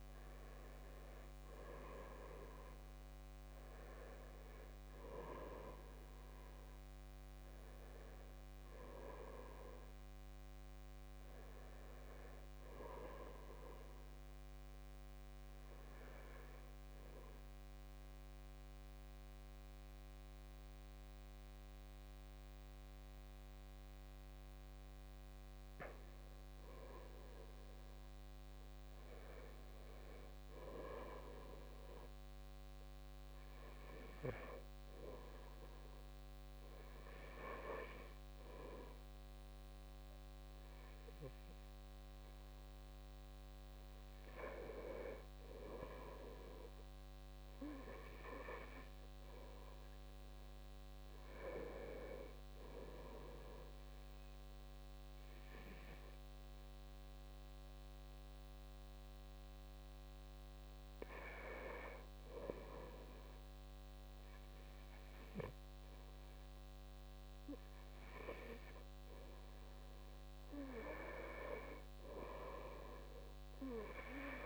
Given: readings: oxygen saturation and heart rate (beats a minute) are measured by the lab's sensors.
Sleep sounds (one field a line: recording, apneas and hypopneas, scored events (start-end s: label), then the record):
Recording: breathing in sleep by a microphone on the trachea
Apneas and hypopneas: 1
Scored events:
0.00-13.50 s: oxygen desaturation (device-marked, oxygen 89% lowest, heart rate 55 extreme)
14.00-26.00 s: obstructive apnea (oxygen 95% before, 90% lowest, heart rate 62 before, 55 extreme, up 6 after)
28.00-31.00 s: arousal
31.50-45.50 s: oxygen desaturation (device-marked, oxygen 96% before, 91% lowest, heart rate 56 before, 60 extreme)
68.50-74.46 s: oxygen desaturation (device-marked, oxygen 93% before, 90% lowest, heart rate 61 before, 63 extreme)
From the record:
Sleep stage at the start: N2 (light sleep)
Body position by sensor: on the right side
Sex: male